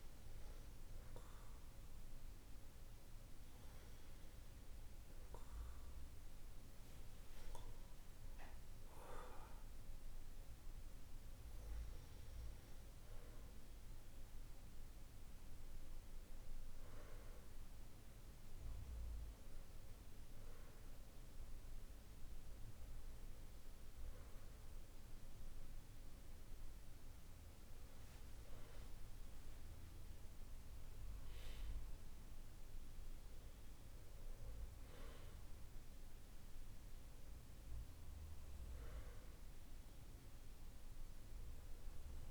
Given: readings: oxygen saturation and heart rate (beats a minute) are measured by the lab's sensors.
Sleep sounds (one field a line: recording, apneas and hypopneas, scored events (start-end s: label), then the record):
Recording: breathing in sleep, hard to hear, by a room microphone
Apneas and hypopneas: none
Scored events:
none scored
From the record:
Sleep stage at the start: N2 (light sleep)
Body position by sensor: on the back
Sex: male